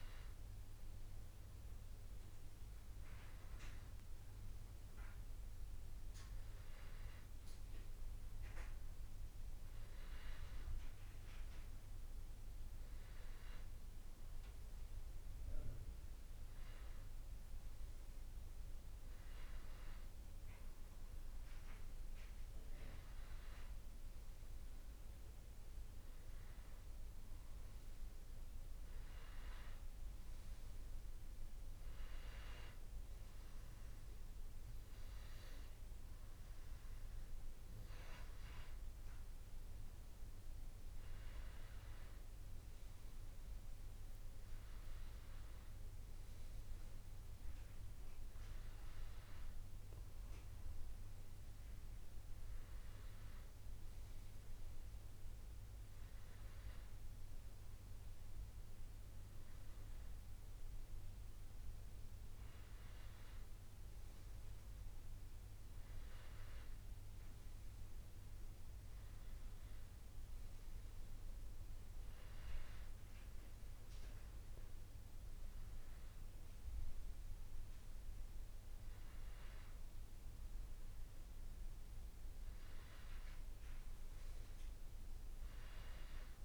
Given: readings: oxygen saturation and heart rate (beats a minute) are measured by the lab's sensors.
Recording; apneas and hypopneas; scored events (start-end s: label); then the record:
breathing in sleep, hard to hear, by a room microphone; none
31.50-86.45 s: new sleep stage, N2 (light sleep)
From the record:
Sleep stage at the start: N1 (lightest sleep); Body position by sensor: on the back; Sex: male